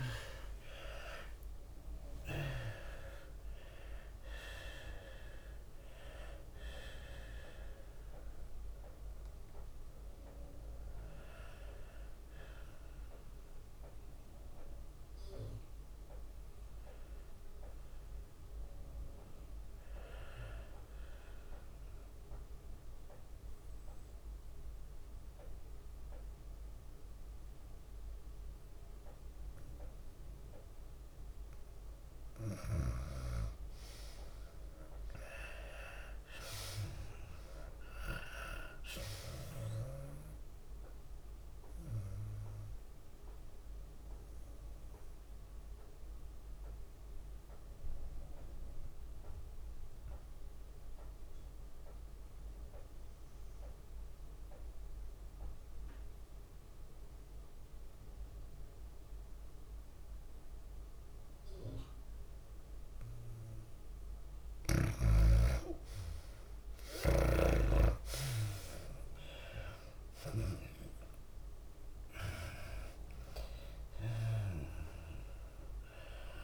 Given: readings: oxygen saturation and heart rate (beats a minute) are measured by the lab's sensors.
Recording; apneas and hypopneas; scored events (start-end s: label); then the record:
breathing in sleep by a room microphone; 2
0.00-1.50 s: arousal
0.00-10.00 s: drop in pulse transit time (device-marked, heart rate 105 extreme)
0.00-18.00 s: oxygen desaturation (device-marked, oxygen 84% lowest, heart rate 98 extreme)
0.00-22.00 s: tachycardia (device-marked, heart rate 133 extreme)
0.50-2.50 s: long interval between heartbeats (device-marked, heart rate 98 before, 118 extreme)
22.50-32.50 s: obstructive apnea (oxygen 99% before, 84% lowest, heart rate 110 before, 96 extreme, up 3 after)
34.00-45.00 s: tachycardia (device-marked, heart rate 104 before, 102 extreme)
34.00-56.00 s: oxygen desaturation (device-marked, oxygen 99% before, 89% lowest, heart rate 101 before, 96 extreme)
35.00-38.00 s: arousal
40.50-63.00 s: obstructive apnea (oxygen 99% before, 84% lowest, heart rate 100 before, 96 extreme, up 6 after)
63.00-76.44 s: oxygen desaturation (device-marked, oxygen 97% before, 84% lowest, heart rate 98 before, 96 extreme)
66.00-76.44 s: tachycardia (device-marked, heart rate 104 before, 107 extreme)
66.50-70.50 s: arousal
69.00-76.44 s: drop in pulse transit time (device-marked, heart rate 97 before, 101 extreme)
From the record:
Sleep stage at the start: N2 (light sleep); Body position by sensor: on the left side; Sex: female